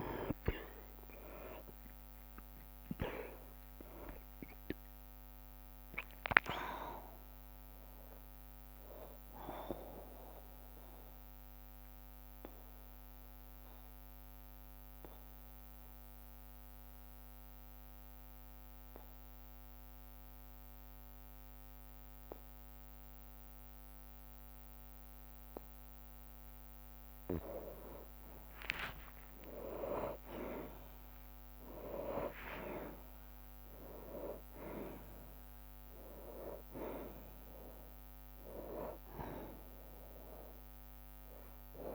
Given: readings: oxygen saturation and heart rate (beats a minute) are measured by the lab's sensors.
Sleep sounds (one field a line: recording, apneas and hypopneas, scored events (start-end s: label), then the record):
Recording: breathing in sleep by a microphone on the trachea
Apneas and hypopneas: 1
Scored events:
0.00-8.50 s: drop in pulse transit time (device-marked, heart rate 57 extreme)
0.00-24.50 s: oxygen desaturation (device-marked, oxygen 90% lowest, heart rate 44 extreme)
9.50-25.50 s: obstructive apnea (oxygen 98% before, 90% lowest, heart rate 62 before, 44 extreme, up 5 after)
9.50-35.50 s: bradycardia (device-marked, heart rate 59 before, 44 extreme)
27.50-32.50 s: arousal
28.50-41.50 s: drop in pulse transit time (device-marked, heart rate 57 before, 44 extreme)
31.50-41.50 s: oxygen desaturation (device-marked, oxygen 98% before, 93% lowest, heart rate 55 before, 44 extreme)
37.50-41.95 s: bradycardia (device-marked, heart rate 59 before, 44 extreme)
From the record:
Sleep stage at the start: N2 (light sleep)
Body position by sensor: on the back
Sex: male